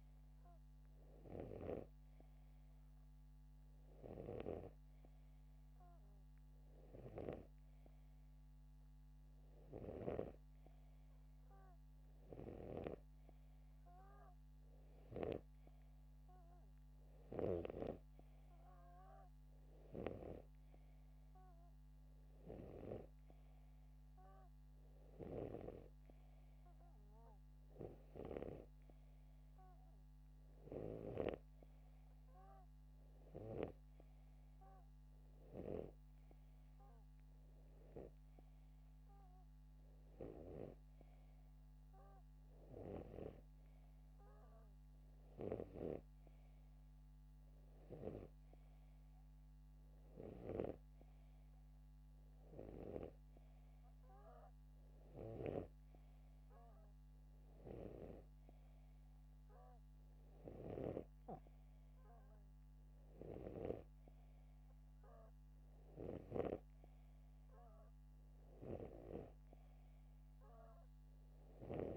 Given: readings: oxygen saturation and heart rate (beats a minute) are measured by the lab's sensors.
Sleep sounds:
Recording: breathing in sleep by a microphone on the trachea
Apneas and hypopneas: none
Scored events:
55.50-71.97 s: snoring (device-marked)
From the record:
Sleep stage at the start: N2 (light sleep)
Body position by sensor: upright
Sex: male

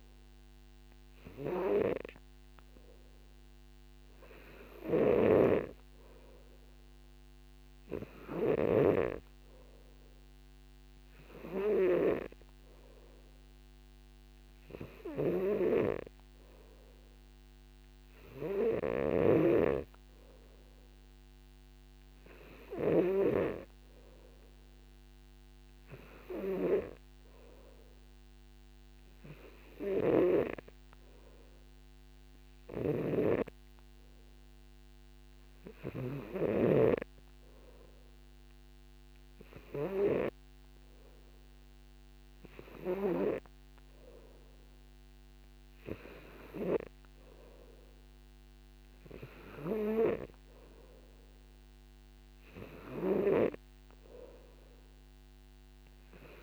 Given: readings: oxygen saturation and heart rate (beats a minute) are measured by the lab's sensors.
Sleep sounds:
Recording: breathing in sleep by a microphone on the trachea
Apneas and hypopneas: none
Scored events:
5.00-9.50 s: snoring (device-marked)
15.50-23.50 s: snoring (device-marked)
33.00-37.00 s: snoring (device-marked)
From the record:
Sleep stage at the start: N3 (deep sleep)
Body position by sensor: on the back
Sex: male

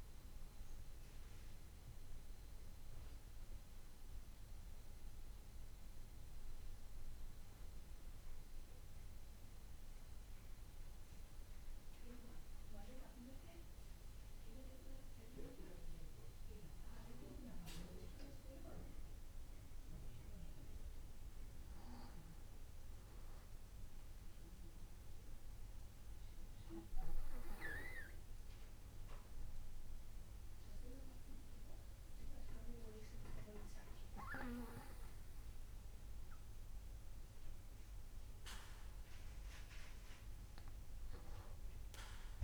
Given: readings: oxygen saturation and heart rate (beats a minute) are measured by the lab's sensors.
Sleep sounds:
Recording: breathing in sleep by a room microphone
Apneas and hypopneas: none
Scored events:
none scored
From the record:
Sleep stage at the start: N2 (light sleep)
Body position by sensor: on the back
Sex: male

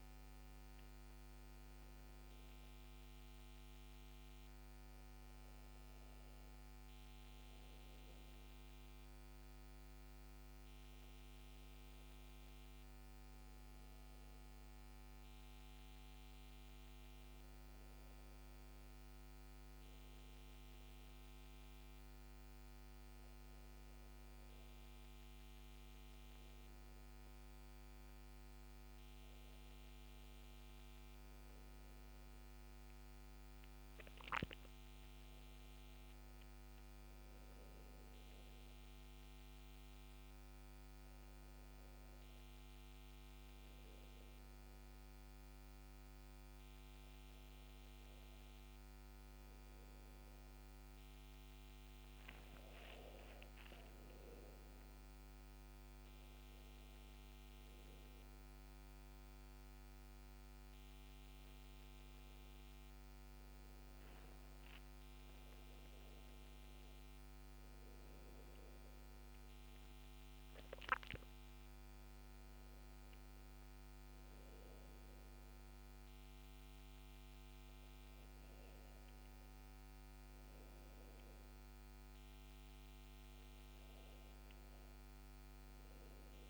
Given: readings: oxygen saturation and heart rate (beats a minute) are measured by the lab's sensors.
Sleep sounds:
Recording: a person awake in a sleep study, hard to hear, by a microphone on the trachea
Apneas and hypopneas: none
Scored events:
60.00-86.50 s: new sleep stage, N2 (light sleep)
From the record:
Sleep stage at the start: awake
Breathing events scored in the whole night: 72 in 3.9 hours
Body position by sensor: on the back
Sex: male

